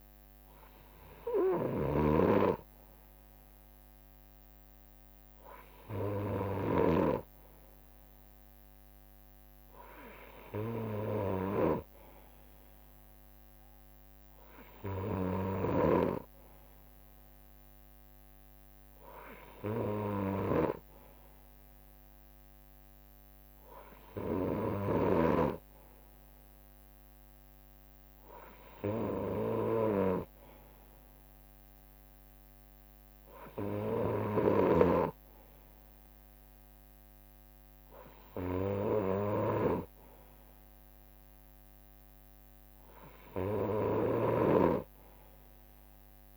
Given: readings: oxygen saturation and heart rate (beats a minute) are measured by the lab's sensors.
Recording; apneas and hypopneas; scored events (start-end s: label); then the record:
breathing in sleep by a microphone on the trachea; none
0.00-6.00 s: leg movement (device-marked)
0.00-25.00 s: snoring (device-marked)
27.50-37.50 s: leg movement (device-marked)
34.00-46.36 s: snoring (device-marked)
From the record:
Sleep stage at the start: N2 (light sleep); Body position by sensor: on the right side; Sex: male